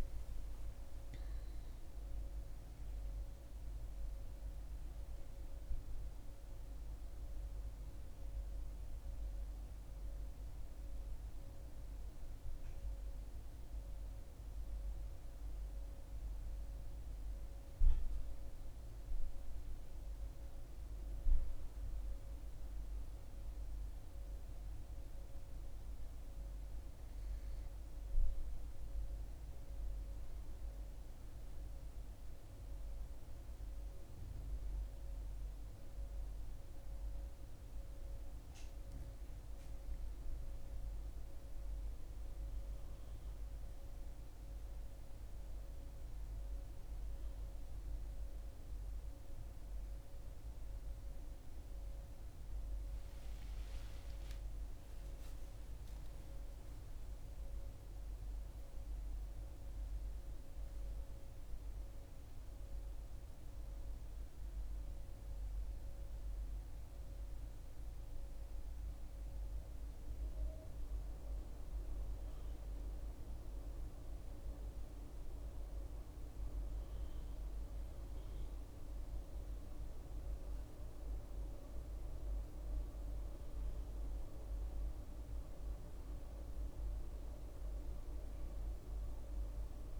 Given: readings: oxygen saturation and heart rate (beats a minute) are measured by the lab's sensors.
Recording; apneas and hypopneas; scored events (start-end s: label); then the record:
breathing in sleep, hard to hear, by a room microphone; 2
0.00-2.50 s: arousal
6.00-16.00 s: hypopnea (oxygen 97% before, 92% lowest, heart rate 72 before, 62 extreme)
19.00-22.50 s: arousal
45.00-71.00 s: oxygen desaturation (device-marked, oxygen 98% before, 95% lowest, heart rate 64 before, 63 extreme)
52.50-57.00 s: arousal
57.00-90.00 s: new sleep stage, N2 (light sleep)
64.50-77.50 s: central apnea (oxygen 98% before, 95% lowest, heart rate 69 before, 63 extreme, up 6 after)
82.00-86.50 s: arousal
From the record:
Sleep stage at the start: N1 (lightest sleep); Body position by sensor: on the back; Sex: female